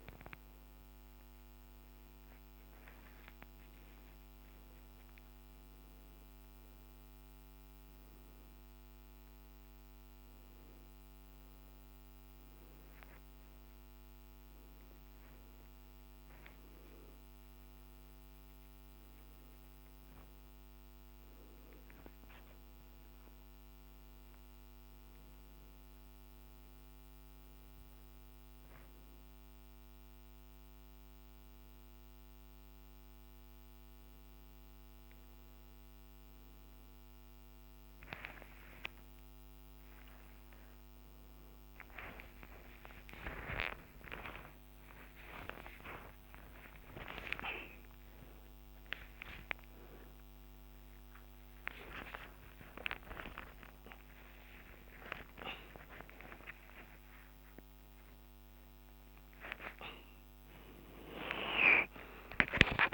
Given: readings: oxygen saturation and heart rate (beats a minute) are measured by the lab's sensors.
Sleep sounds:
a person awake in a sleep study, by a microphone on the trachea; none
45.00-56.00 s: tachycardia (device-marked, heart rate 68 before, 151 extreme)
From the record:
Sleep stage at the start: awake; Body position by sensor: on the back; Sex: male

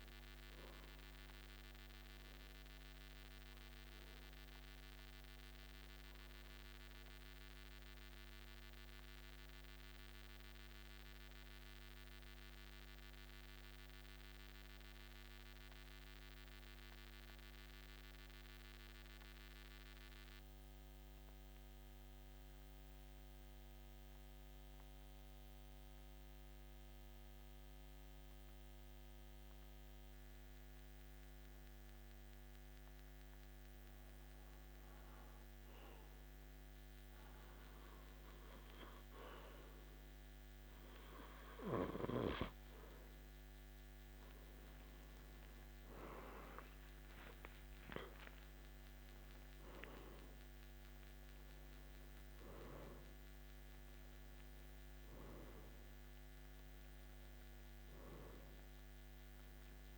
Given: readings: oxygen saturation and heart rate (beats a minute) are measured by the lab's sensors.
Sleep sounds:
breathing in sleep by a microphone on the trachea; 1
0.00-20.50 s: oxygen desaturation (device-marked, oxygen 91% lowest, heart rate 51 extreme)
1.00-4.50 s: arousal
6.50-42.00 s: mixed apnea (oxygen 97% before, 89% lowest, heart rate 55 before, 51 extreme, up 11 after)
30.50-59.98 s: new sleep stage, N2 (light sleep)
44.50-50.00 s: arousal
From the record:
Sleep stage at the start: N1 (lightest sleep); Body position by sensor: on the back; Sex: male

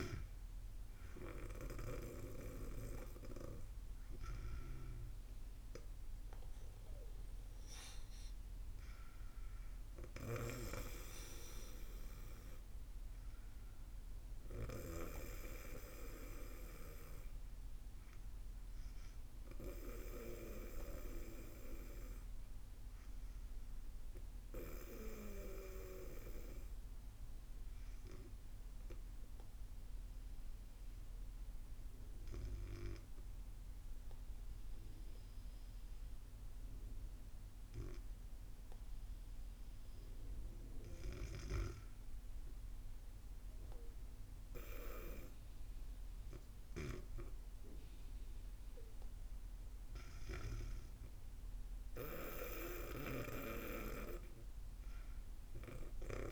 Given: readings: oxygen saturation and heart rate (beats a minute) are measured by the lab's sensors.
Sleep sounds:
breathing in sleep by a room microphone; 1
25.50-39.50 s: obstructive apnea (oxygen 97% before, 94% lowest, heart rate 69 before, 81 extreme, up 34 after)
44.50-49.00 s: arousal
From the record:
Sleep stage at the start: N2 (light sleep); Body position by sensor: on the back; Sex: female

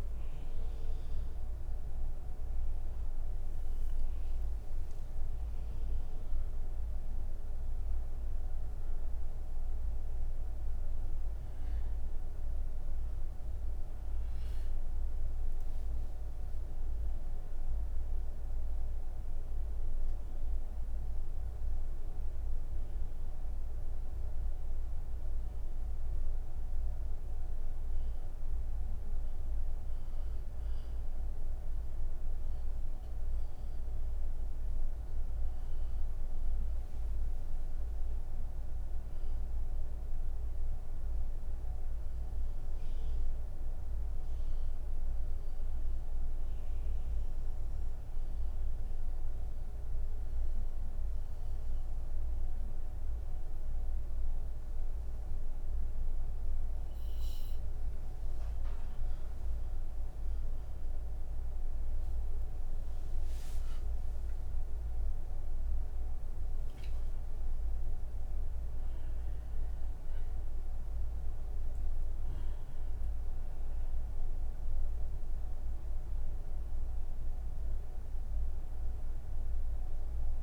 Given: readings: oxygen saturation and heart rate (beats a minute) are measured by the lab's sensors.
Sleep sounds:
breathing in sleep, hard to hear, by a room microphone; 1
34.50-44.50 s: oxygen desaturation (device-marked, oxygen 95% before, 92% lowest, heart rate 49 before, 28 extreme)
40.50-58.00 s: obstructive apnea (oxygen 96% before, 90% lowest)
67.50-80.43 s: oxygen desaturation (device-marked, oxygen 98% before, 93% lowest)
From the record:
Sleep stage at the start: N3 (deep sleep); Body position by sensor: on the back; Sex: female

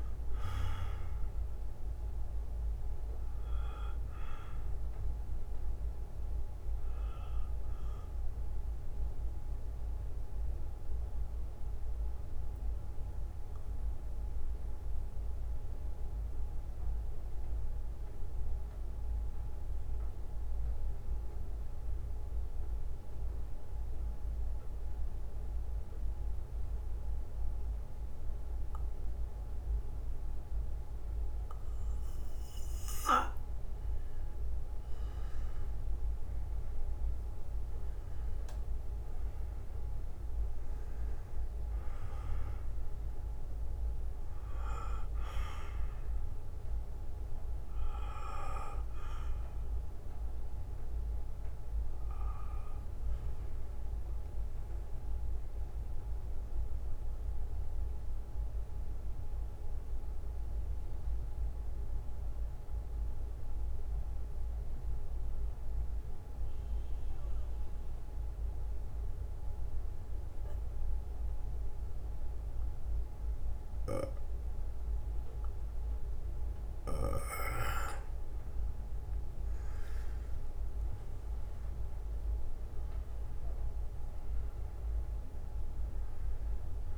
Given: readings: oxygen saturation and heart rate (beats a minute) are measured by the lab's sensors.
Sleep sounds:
breathing in sleep by a room microphone; 2
0.00-1.00 s: bradycardia (device-marked, heart rate 64 extreme)
3.00-14.00 s: bradycardia (device-marked, heart rate 59 before, 51 extreme)
10.50-34.00 s: mixed apnea (oxygen 98% before, 90% lowest, heart rate 61 before, 47 extreme, up 13 after)
14.00-28.00 s: oxygen desaturation (device-marked, oxygen 95% before, 90% lowest, heart rate 59 before, 51 extreme)
17.00-19.00 s: bradycardia (device-marked, heart rate 59 before, 61 extreme)
20.00-30.00 s: bradycardia (device-marked, heart rate 59 before, 51 extreme)
37.50-41.50 s: arousal
44.00-50.00 s: oxygen desaturation (device-marked, oxygen 97% before, 93% lowest, heart rate 61 before, 47 extreme)
44.00-68.00 s: bradycardia (device-marked, heart rate 59 before, 47 extreme)
58.00-69.00 s: oxygen desaturation (device-marked, oxygen 95% before, 90% lowest, heart rate 59 before, 50 extreme)
58.00-78.50 s: mixed apnea (oxygen 98% before, 87% lowest, heart rate 59 before, 49 extreme, up 15 after)
69.00-76.00 s: bradycardia (device-marked, heart rate 59 before, 59 extreme)
80.50-83.50 s: arousal
83.00-86.98 s: oxygen desaturation (device-marked, oxygen 97% before, 93% lowest, heart rate 58 before, 49 extreme)
From the record:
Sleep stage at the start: N2 (light sleep); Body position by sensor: on the back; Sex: male

